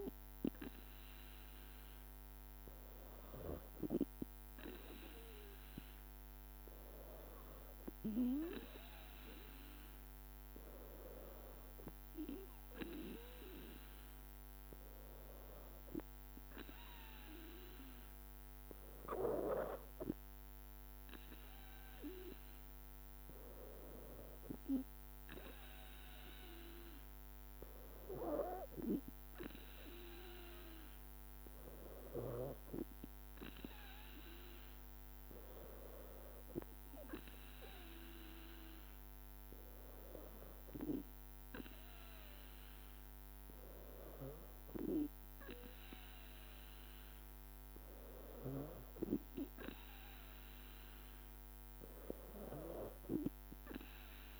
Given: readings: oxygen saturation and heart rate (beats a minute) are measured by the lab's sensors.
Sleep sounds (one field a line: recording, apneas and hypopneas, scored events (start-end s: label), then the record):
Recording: breathing in sleep by a microphone on the trachea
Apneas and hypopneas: none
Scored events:
none scored
From the record:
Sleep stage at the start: N2 (light sleep)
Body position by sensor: on the back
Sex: female